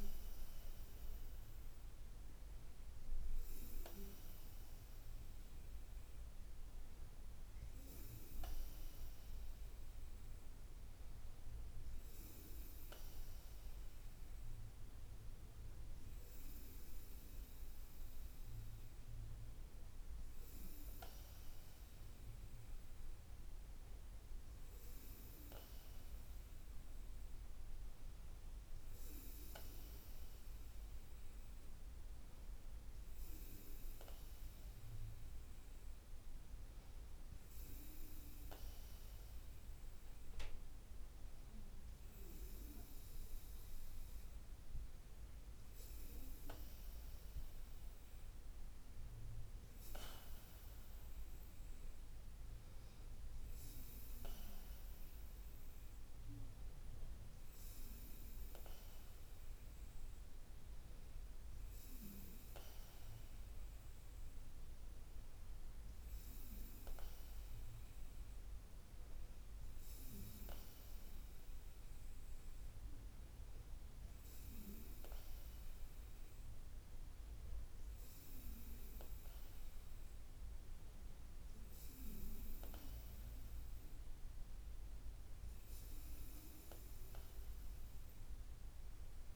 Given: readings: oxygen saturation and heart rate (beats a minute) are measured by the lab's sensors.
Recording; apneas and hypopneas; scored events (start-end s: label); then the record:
breathing in sleep by a room microphone; none
2.50-4.50 s: bradycardia (device-marked, heart rate 68 before, 67 extreme)
59.50-61.50 s: bradycardia (device-marked, heart rate 67 before, 68 extreme)
From the record:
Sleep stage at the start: N2 (light sleep); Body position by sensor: on the back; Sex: female